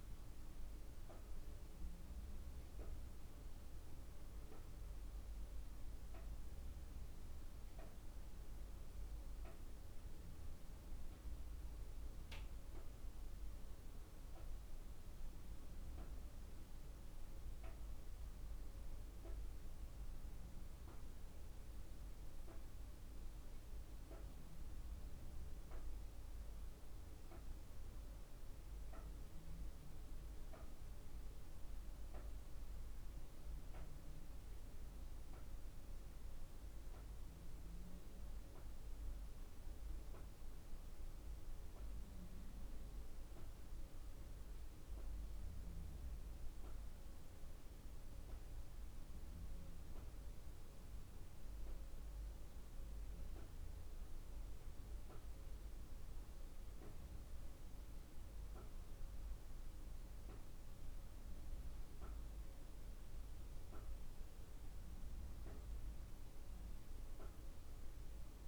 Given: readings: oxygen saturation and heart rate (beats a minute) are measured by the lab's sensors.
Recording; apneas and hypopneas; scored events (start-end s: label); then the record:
breathing in sleep, hard to hear, by a room microphone; none
13.00-23.00 s: drop in pulse transit time (device-marked, heart rate 49 before, 49 extreme)
From the record:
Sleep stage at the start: N2 (light sleep); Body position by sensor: on the back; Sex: female